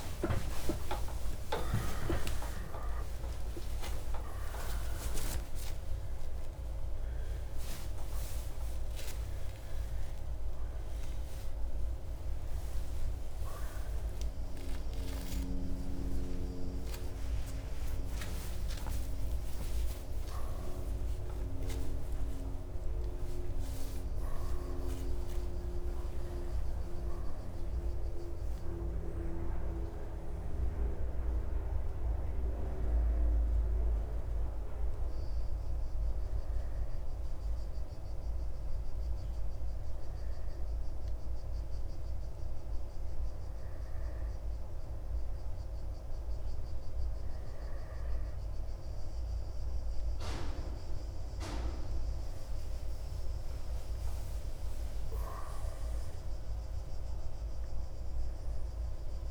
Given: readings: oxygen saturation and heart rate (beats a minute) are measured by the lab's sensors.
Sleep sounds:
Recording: a person partly awake in a sleep study, by a room microphone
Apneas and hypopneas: none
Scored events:
19.00-59.31 s: new sleep stage, N1 (lightest sleep)
51.50-55.50 s: arousal
From the record:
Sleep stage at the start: awake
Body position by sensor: on the back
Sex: male

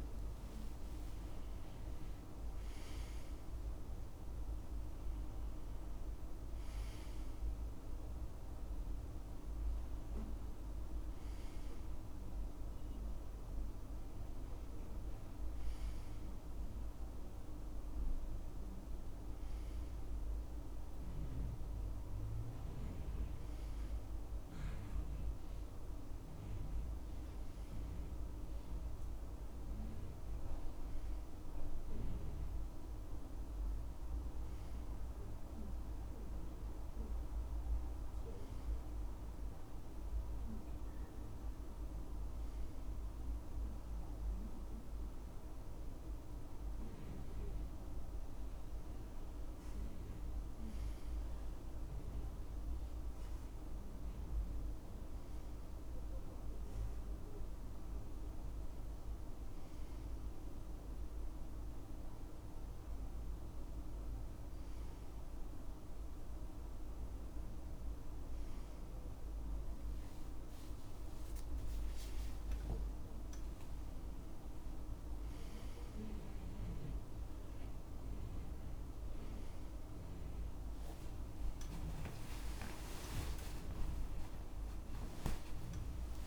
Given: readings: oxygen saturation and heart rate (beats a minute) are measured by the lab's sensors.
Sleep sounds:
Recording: breathing in sleep, hard to hear, by a room microphone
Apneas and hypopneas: none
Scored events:
none scored
From the record:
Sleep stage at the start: N1 (lightest sleep)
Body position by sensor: on the right side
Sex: male

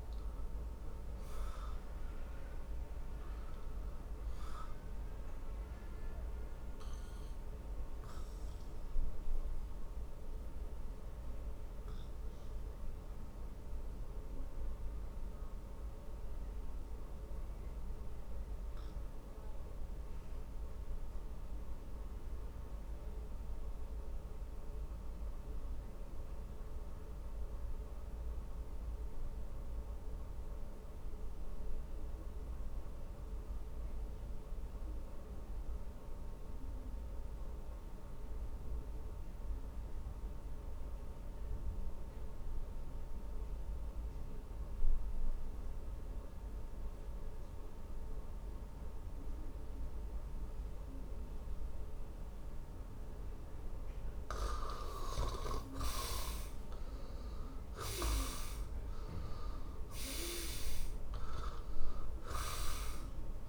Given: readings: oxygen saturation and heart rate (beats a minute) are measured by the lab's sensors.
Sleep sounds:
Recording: breathing in sleep by a room microphone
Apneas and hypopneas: 1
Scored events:
0.00-35.50 s: oxygen desaturation (device-marked, oxygen 74% lowest, heart rate 45 extreme)
6.50-53.50 s: obstructive apnea (oxygen 99% before, 74% lowest, heart rate 63 before, 45 extreme, up 22 after)
54.50-59.50 s: arousal
55.50-63.49 s: oxygen desaturation (device-marked, oxygen 97% before, 79% lowest, heart rate 50 before, 43 extreme)
From the record:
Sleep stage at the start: N2 (light sleep)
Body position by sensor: on the back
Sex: male

